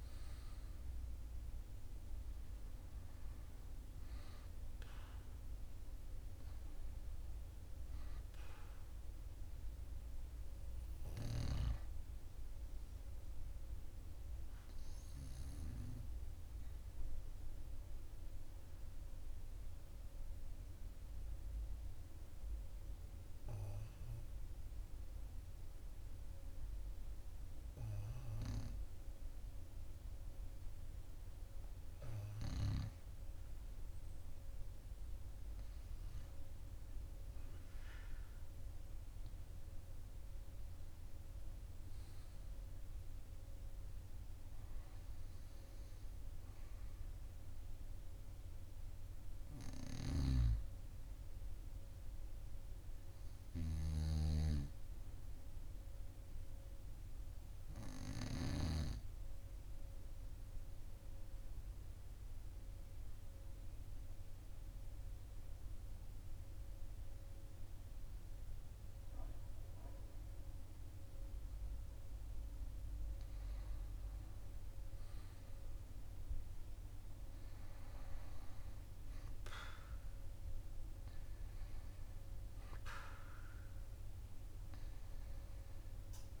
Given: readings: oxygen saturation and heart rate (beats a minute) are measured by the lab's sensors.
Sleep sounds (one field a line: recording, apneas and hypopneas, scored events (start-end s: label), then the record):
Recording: breathing in sleep by a room microphone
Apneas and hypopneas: 2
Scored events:
0.00-22.00 s: oxygen desaturation (device-marked, oxygen 94% lowest, heart rate 42 extreme)
17.00-33.00 s: obstructive apnea (oxygen 98% before, 94% lowest, heart rate 44 before, 42 extreme, up 1 after)
36.00-40.50 s: arousal
42.00-61.00 s: oxygen desaturation (device-marked, oxygen 98% before, 95% lowest, heart rate 42 before, 42 extreme)
61.00-72.50 s: obstructive apnea (oxygen 98% before, 93% lowest, heart rate 43 before, 42 extreme, up 1 after)
74.00-79.00 s: arousal
From the record:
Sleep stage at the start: N2 (light sleep)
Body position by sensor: on the right side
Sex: male